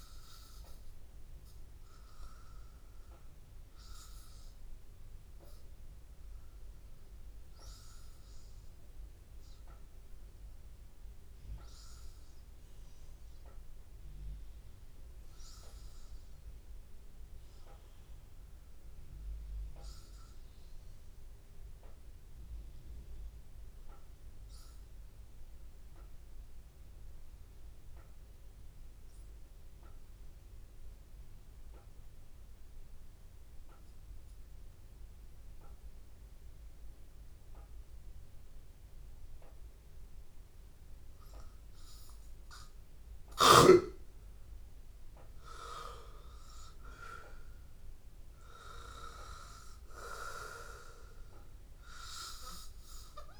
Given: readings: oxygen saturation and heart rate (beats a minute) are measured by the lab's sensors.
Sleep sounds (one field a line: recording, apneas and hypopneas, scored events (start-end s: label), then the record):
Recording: breathing in sleep by a room microphone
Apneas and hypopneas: 1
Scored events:
0.00-9.50 s: oxygen desaturation (device-marked, oxygen 94% lowest, heart rate 82 extreme)
6.50-39.50 s: hypopnea (oxygen 97% before, 91% lowest, heart rate 83 before, 81 extreme, up 2 after)
25.50-53.40 s: oxygen desaturation (device-marked, oxygen 99% before, 91% lowest, heart rate 83 before, 81 extreme)
42.50-46.00 s: arousal
From the record:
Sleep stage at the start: N2 (light sleep)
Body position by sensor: on the back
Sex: male